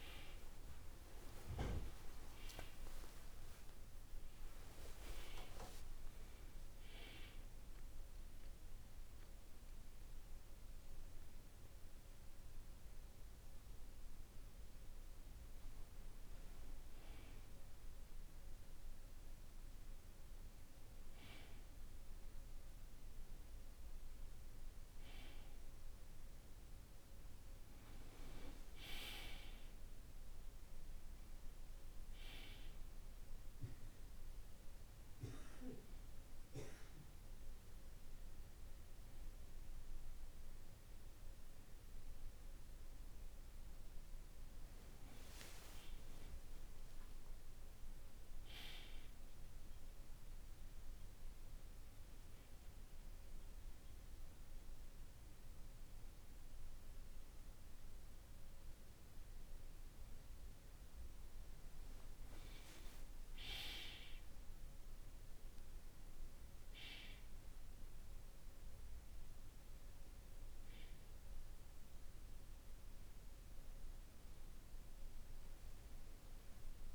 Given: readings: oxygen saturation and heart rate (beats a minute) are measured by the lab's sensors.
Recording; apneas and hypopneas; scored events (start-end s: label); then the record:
a person partly awake in a sleep study, by a room microphone; 1
18.50-76.95 s: new sleep stage, N2 (light sleep)
33.00-45.50 s: hypopnea (oxygen 97% before, 95% lowest, heart rate 53 before, 48 extreme, up 12 after)
46.50-50.50 s: arousal
From the record:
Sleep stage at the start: awake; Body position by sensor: on the back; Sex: male